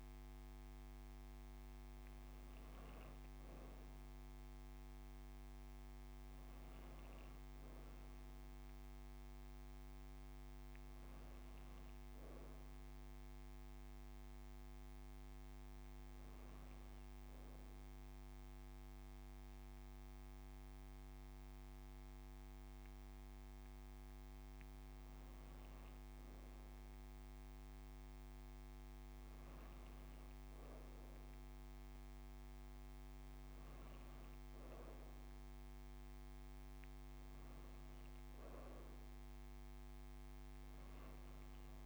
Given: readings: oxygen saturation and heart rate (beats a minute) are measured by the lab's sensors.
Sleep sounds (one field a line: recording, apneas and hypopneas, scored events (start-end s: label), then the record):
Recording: breathing in sleep, hard to hear, by a microphone on the trachea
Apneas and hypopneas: none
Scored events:
none scored
From the record:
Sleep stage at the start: N2 (light sleep)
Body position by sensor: on the back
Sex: female